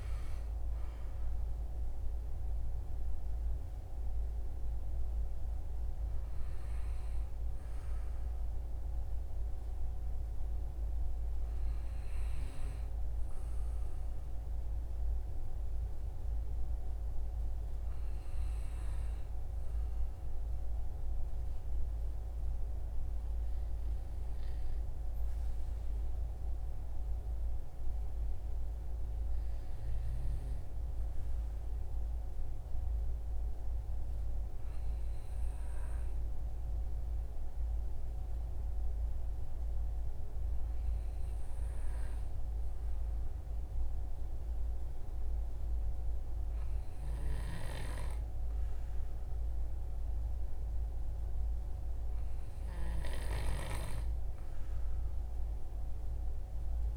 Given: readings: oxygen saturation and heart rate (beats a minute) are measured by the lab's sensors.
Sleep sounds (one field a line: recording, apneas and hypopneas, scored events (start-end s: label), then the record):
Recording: breathing in sleep, hard to hear, by a room microphone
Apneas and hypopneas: 2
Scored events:
0.00-13.00 s: oxygen desaturation (device-marked, oxygen 90% lowest, heart rate 58 extreme)
8.00-22.00 s: obstructive apnea (oxygen 95% before, 93% lowest, heart rate 65 before, 59 extreme, up 6 after)
25.00-29.00 s: arousal
32.50-45.00 s: obstructive apnea (oxygen 96% before, 93% lowest, heart rate 64 before, 59 extreme, up 4 after)
48.50-52.00 s: arousal
From the record:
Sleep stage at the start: N2 (light sleep)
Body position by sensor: on the right side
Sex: male